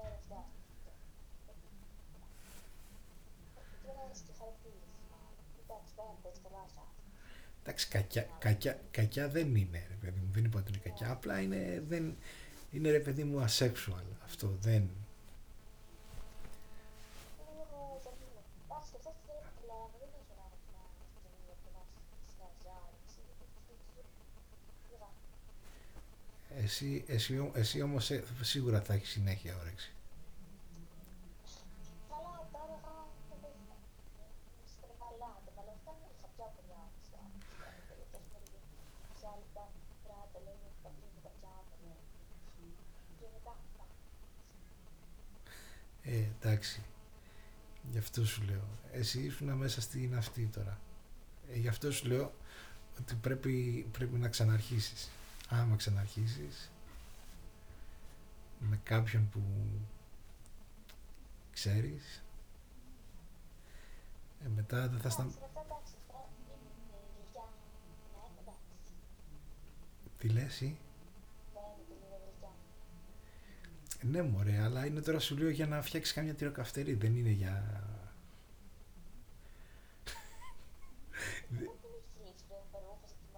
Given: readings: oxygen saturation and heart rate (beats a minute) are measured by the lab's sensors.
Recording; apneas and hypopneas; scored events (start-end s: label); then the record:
a person partly awake in a sleep study, by a room microphone; none
9.00-13.00 s: snoring (device-marked)
21.50-83.38 s: new sleep stage, N2 (light sleep)
74.00-78.00 s: arousal
From the record:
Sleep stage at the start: awake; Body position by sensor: on the back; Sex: male